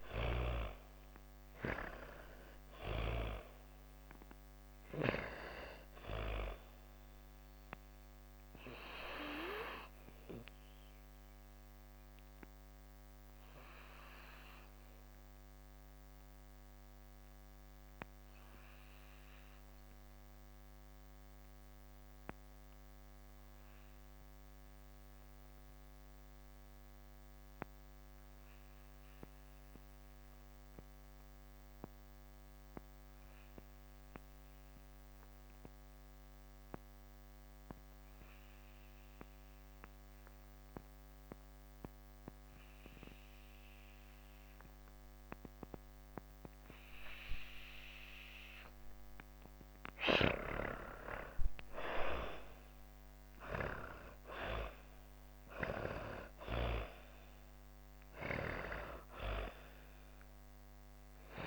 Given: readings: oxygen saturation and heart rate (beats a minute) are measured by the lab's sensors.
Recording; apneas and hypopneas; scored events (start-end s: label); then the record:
breathing in sleep by a microphone on the trachea; 1
0.00-23.00 s: oxygen desaturation (device-marked, oxygen 83% lowest)
7.50-48.00 s: obstructive apnea (oxygen 99% before, 82% lowest)
37.00-61.47 s: oxygen desaturation (device-marked, oxygen 98% before, 82% lowest)
49.50-55.00 s: arousal
From the record:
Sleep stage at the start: N2 (light sleep); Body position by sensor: on the back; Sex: female